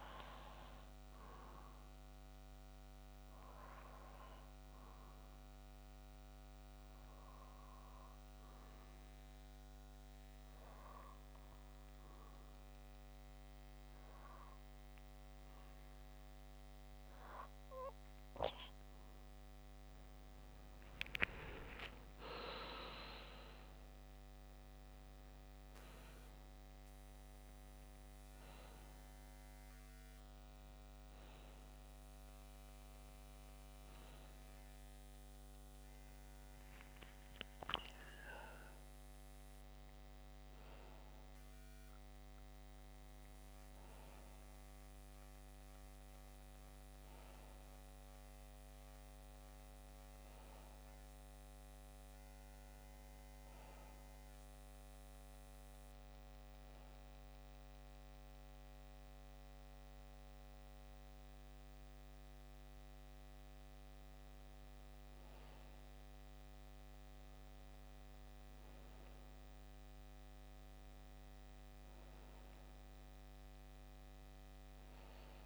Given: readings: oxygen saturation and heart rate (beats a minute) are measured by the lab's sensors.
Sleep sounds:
breathing in sleep by a microphone on the trachea; 2
1.50-18.50 s: hypopnea (oxygen 94% before, 91% lowest, heart rate 68 before, 66 extreme, up 6 after)
21.50-26.00 s: arousal
55.00-65.00 s: hypopnea (oxygen 98% before, 92% lowest, heart rate 70 before, 65 extreme, up 4 after)
67.00-70.00 s: arousal
71.00-75.46 s: oxygen desaturation (device-marked, oxygen 98% before, 93% lowest, heart rate 67 before, 66 extreme)
From the record:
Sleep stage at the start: N2 (light sleep); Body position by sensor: on the back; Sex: male

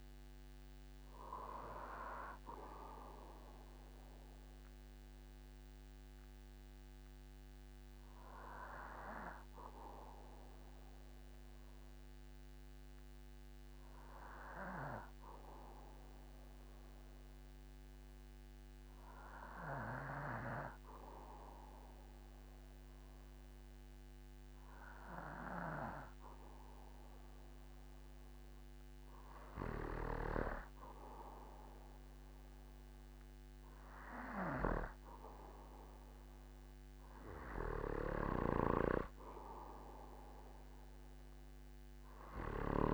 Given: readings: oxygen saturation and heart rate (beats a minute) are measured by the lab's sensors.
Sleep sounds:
breathing in sleep by a microphone on the trachea; 1
13.50-33.00 s: hypopnea (oxygen 96% before, 94% lowest, heart rate 50 before, 47 extreme, up 4 after)
35.00-38.50 s: arousal
From the record:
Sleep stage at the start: N2 (light sleep); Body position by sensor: on the back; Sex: male

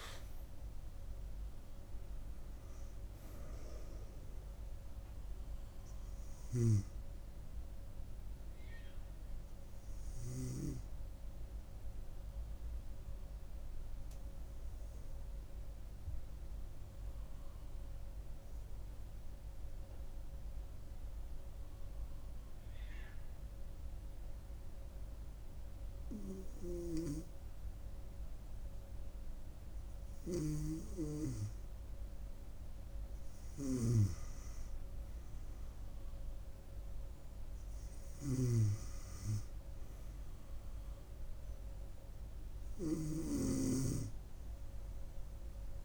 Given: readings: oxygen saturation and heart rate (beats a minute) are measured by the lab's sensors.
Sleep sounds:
breathing in sleep by a room microphone; 1
0.00-1.00 s: arousal
17.00-27.50 s: obstructive apnea (oxygen 98% before, 95% lowest, heart rate 68 before, 65 extreme, up 4 after)
22.00-27.00 s: oxygen desaturation (device-marked, oxygen 98% before, 95% lowest, heart rate 67 before, 67 extreme)
29.50-33.00 s: arousal
43.50-45.85 s: snoring (device-marked)
From the record:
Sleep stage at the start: N2 (light sleep); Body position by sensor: on the front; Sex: female

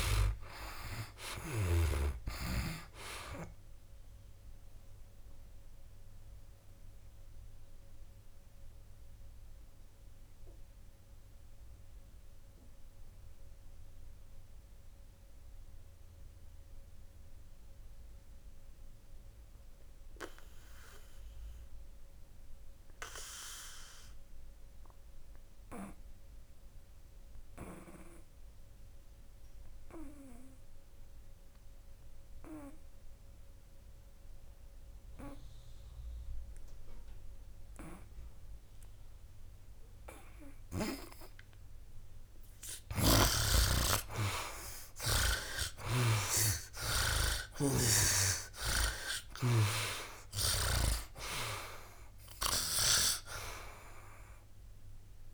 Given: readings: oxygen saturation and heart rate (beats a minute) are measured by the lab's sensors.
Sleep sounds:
breathing in sleep by a room microphone; 1
0.00-1.00 s: long interval between heartbeats (device-marked, heart rate 88 extreme)
0.00-2.00 s: snoring (device-marked)
0.00-25.00 s: oxygen desaturation (device-marked, oxygen 77% lowest, heart rate 63 extreme)
5.50-41.50 s: mixed apnea (oxygen 98% before, 75% lowest, heart rate 74 before, 63 extreme, up 14 after)
37.00-55.34 s: oxygen desaturation (device-marked, oxygen 99% before, 75% lowest, heart rate 69 before, 62 extreme)
42.50-49.50 s: snoring (device-marked)
44.00-49.00 s: arousal
From the record:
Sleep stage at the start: N2 (light sleep); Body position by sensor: on the back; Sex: male

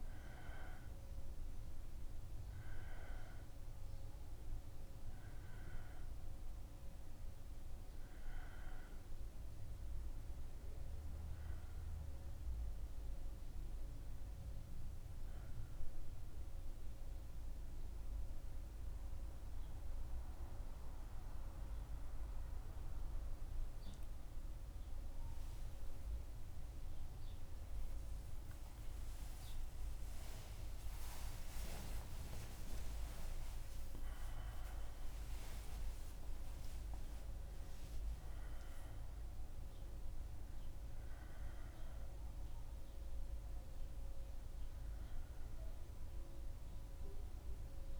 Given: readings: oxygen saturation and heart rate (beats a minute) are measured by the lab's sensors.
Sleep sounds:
a person awake in a sleep study, hard to hear, by a room microphone; none
22.50-48.00 s: new sleep stage, awake
From the record:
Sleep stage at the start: N1 (lightest sleep); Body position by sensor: on the back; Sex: male

